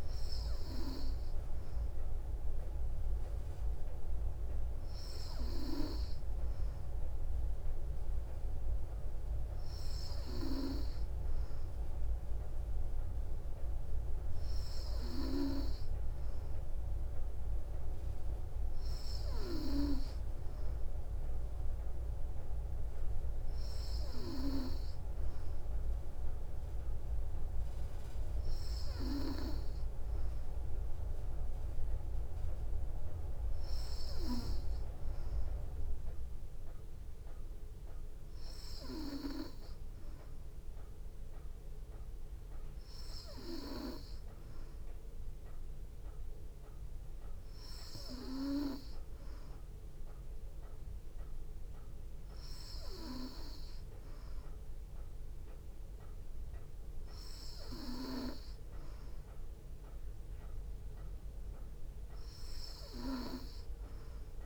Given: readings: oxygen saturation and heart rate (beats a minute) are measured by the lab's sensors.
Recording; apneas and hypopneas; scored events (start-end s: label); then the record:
breathing in sleep by a room microphone; none
none scored
From the record:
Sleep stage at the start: N3 (deep sleep); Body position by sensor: on the back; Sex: female